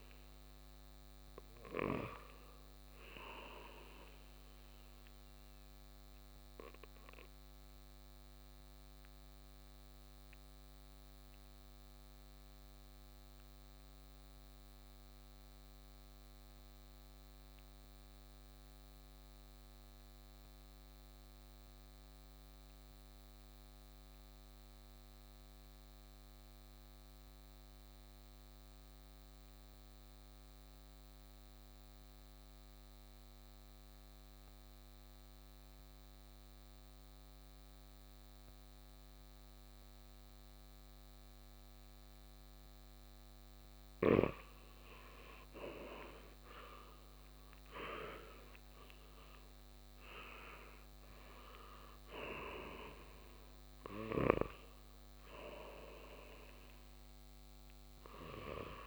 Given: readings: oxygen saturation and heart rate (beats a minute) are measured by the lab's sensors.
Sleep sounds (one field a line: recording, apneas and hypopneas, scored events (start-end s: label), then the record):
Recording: breathing in sleep by a microphone on the trachea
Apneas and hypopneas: 1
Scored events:
0.00-17.00 s: oxygen desaturation (device-marked, oxygen 92% lowest, heart rate 57 extreme)
5.00-43.00 s: obstructive apnea (oxygen 100% before, 88% lowest, heart rate 61 before, 57 extreme, up 9 after)
33.00-58.87 s: oxygen desaturation (device-marked, oxygen 98% before, 88% lowest, heart rate 59 before, 57 extreme)
47.00-50.50 s: arousal
From the record:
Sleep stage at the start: N2 (light sleep)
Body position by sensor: on the right side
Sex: male